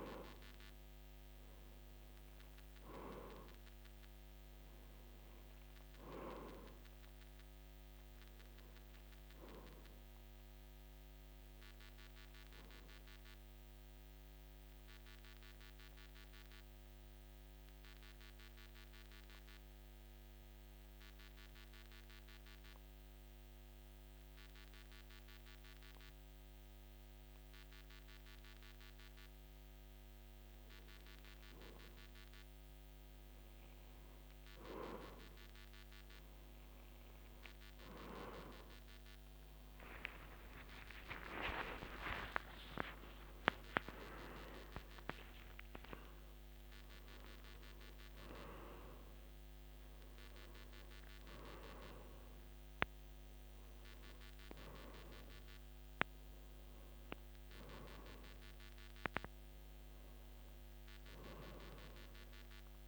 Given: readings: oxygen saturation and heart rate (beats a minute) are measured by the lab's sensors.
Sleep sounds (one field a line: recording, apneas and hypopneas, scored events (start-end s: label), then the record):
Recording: breathing in sleep by a microphone on the trachea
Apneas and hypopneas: 1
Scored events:
0.00-9.50 s: oxygen desaturation (device-marked, oxygen 89% lowest, heart rate 53 extreme)
9.50-12.50 s: arousal
14.50-29.00 s: central apnea (oxygen 92% before, 89% lowest, heart rate 55 before, 53 extreme, up 1 after)
39.50-46.00 s: arousal
61.50-62.88 s: oxygen desaturation (device-marked, oxygen 94% before, 89% lowest, heart rate 62 before, 51 extreme)
From the record:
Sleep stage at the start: N1 (lightest sleep)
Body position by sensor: on the back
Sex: male